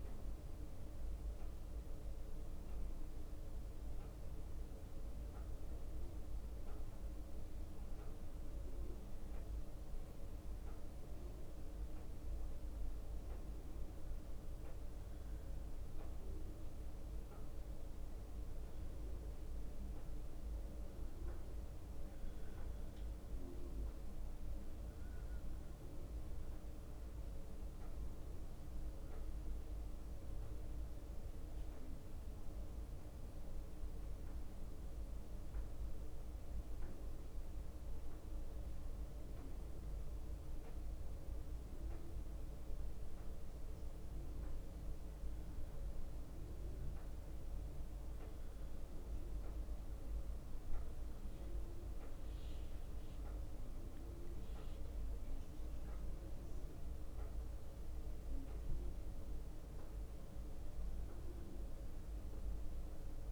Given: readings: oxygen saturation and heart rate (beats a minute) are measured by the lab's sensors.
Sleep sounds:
breathing in sleep, hard to hear, by a room microphone; 2
0.00-4.00 s: oxygen desaturation (device-marked, oxygen 94% lowest, heart rate 60 extreme)
1.50-19.50 s: obstructive apnea (oxygen 98% before, 93% lowest, heart rate 60 before, 59 extreme, up 0 after)
20.50-25.50 s: arousal
33.00-40.00 s: bradycardia (device-marked, heart rate 62 before, 59 extreme)
34.50-49.50 s: obstructive apnea (oxygen 96% before, 93% lowest, heart rate 60 before, 59 extreme, up 3 after)
41.00-50.00 s: bradycardia (device-marked, heart rate 62 before, 59 extreme)
50.50-55.50 s: arousal
53.00-62.00 s: leg movement (device-marked)
From the record:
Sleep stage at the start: N1 (lightest sleep); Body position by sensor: on the back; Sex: male

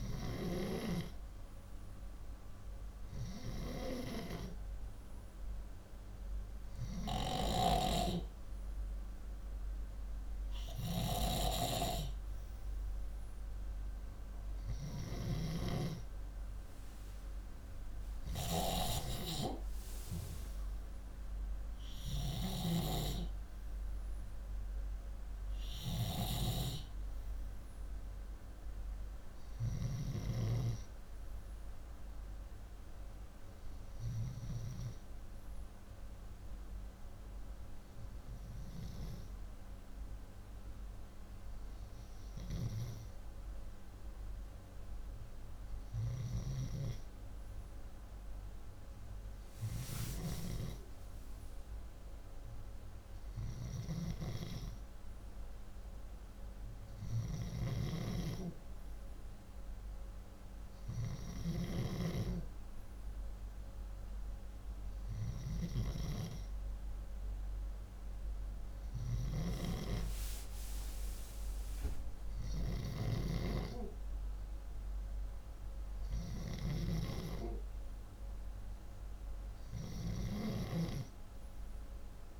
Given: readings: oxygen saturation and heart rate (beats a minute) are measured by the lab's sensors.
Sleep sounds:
breathing in sleep by a room microphone; none
1.50-10.50 s: oxygen desaturation (device-marked, oxygen 94% before, 91% lowest, heart rate 62 before, 59 extreme)
7.00-15.00 s: snoring (device-marked)
57.00-61.00 s: snoring (device-marked)
76.00-82.40 s: snoring (device-marked)
From the record:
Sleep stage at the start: N2 (light sleep); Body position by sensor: upright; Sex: male

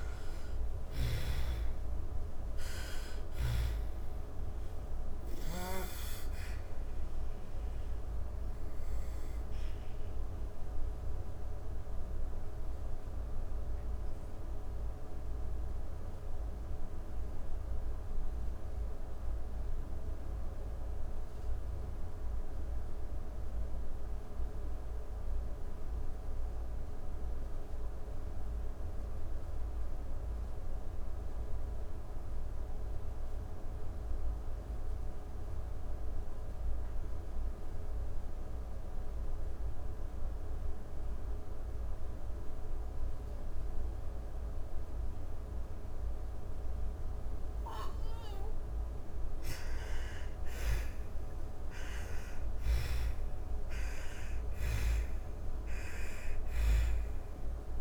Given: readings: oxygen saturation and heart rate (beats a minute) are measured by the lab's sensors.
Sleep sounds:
breathing in sleep, hard to hear, by a room microphone; 1
0.00-1.00 s: arousal
0.00-4.50 s: snoring (device-marked)
0.00-27.50 s: oxygen desaturation (device-marked, oxygen 79% lowest)
3.50-45.50 s: obstructive apnea (oxygen 99% before, 79% lowest)
44.50-57.81 s: oxygen desaturation (device-marked, oxygen 97% before, 79% lowest)
48.50-52.50 s: arousal
51.00-55.50 s: snoring (device-marked)
From the record:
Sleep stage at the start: N2 (light sleep); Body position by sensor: on the back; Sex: female

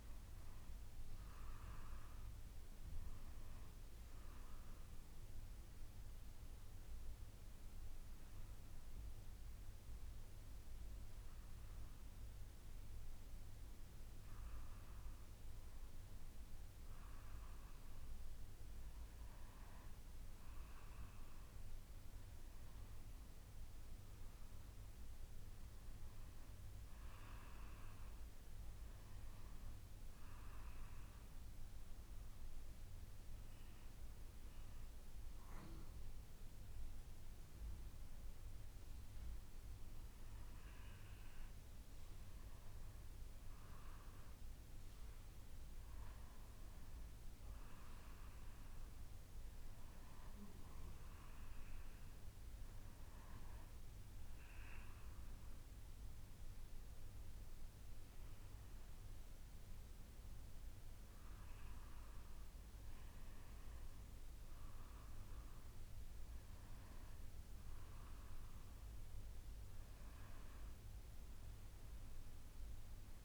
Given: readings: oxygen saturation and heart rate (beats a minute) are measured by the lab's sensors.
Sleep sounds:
breathing in sleep, hard to hear, by a room microphone; none
none scored
From the record:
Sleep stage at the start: N2 (light sleep); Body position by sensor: on the back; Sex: female

